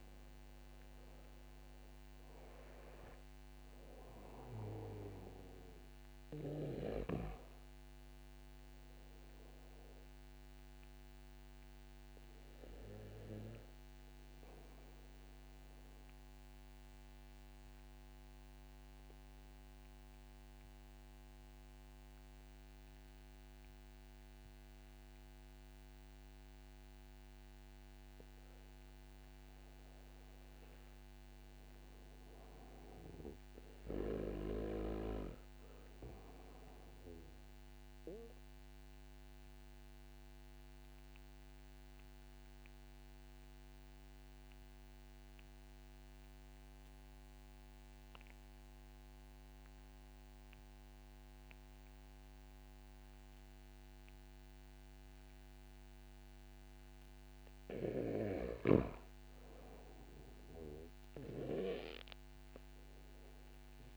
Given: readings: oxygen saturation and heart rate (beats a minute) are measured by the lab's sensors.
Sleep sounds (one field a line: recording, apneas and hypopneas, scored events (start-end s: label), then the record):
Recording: breathing in sleep by a microphone on the trachea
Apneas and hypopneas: 2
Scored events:
0.00-1.00 s: arousal
0.00-22.00 s: oxygen desaturation (device-marked, oxygen 78% lowest, heart rate 60 extreme)
15.50-28.00 s: mixed apnea (oxygen 91% before, 78% lowest, heart rate 74 before, 63 extreme, up 1 after)
29.50-34.00 s: arousal
39.50-56.50 s: obstructive apnea (oxygen 98% before, 88% lowest, heart rate 72 before, 50 extreme, up 11 after)
59.00-63.00 s: arousal
59.00-63.97 s: oxygen desaturation (device-marked, oxygen 96% before, 88% lowest, heart rate 69 before, 50 extreme)
From the record:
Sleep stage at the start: REM sleep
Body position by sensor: on the back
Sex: male